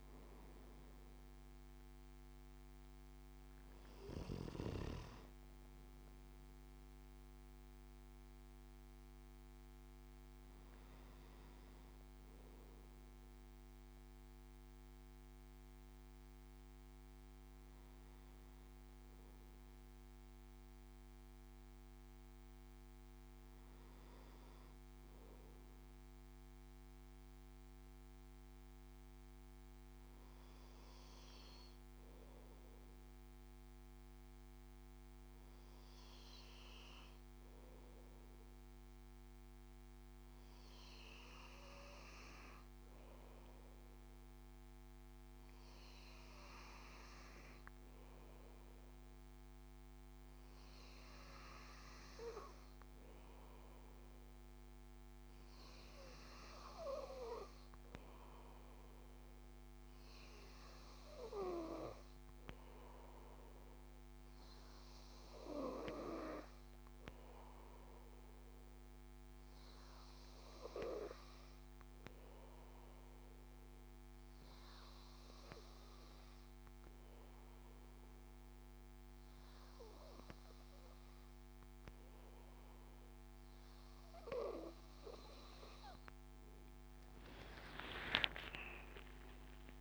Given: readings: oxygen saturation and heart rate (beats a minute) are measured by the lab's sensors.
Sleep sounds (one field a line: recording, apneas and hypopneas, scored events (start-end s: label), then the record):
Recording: breathing in sleep by a microphone on the trachea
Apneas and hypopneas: 1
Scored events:
0.00-5.50 s: oxygen desaturation (device-marked, oxygen 92% lowest, heart rate 59 extreme)
2.50-4.50 s: bradycardia (device-marked, heart rate 72 before, 64 extreme)
16.50-85.50 s: obstructive apnea (oxygen 97% before, 89% lowest, heart rate 67 before, 59 extreme, up 14 after)
41.50-49.50 s: oxygen desaturation (device-marked, oxygen 99% before, 96% lowest, heart rate 66 before, 67 extreme)
85.50-89.81 s: oxygen desaturation (device-marked, oxygen 94% before, 90% lowest, heart rate 71 before, 59 extreme)
88.00-89.81 s: arousal
From the record:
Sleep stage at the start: N2 (light sleep)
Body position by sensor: on the back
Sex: male